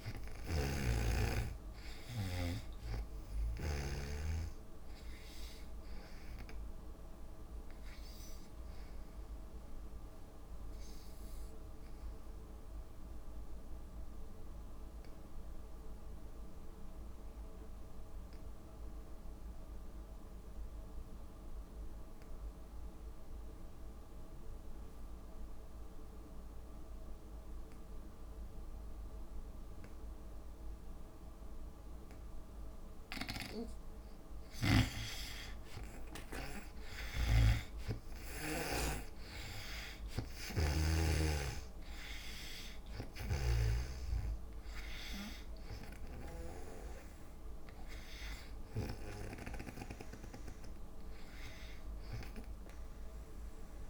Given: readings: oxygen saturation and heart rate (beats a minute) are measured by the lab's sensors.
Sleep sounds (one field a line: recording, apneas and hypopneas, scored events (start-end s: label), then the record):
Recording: breathing in sleep by a room microphone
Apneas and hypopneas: 1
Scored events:
0.00-15.00 s: oxygen desaturation (device-marked, oxygen 85% lowest, heart rate 58 extreme)
0.50-4.00 s: snoring (device-marked)
7.00-18.00 s: drop in pulse transit time (device-marked, heart rate 69 before, 58 extreme)
10.00-32.50 s: obstructive apnea (oxygen 95% before, 77% lowest, heart rate 68 before, 57 extreme, up 10 after)
30.00-53.90 s: oxygen desaturation (device-marked, oxygen 97% before, 77% lowest, heart rate 62 before, 57 extreme)
34.50-38.00 s: arousal
37.00-41.00 s: snoring (device-marked)
From the record:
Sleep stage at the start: N2 (light sleep)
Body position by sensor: on the back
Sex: female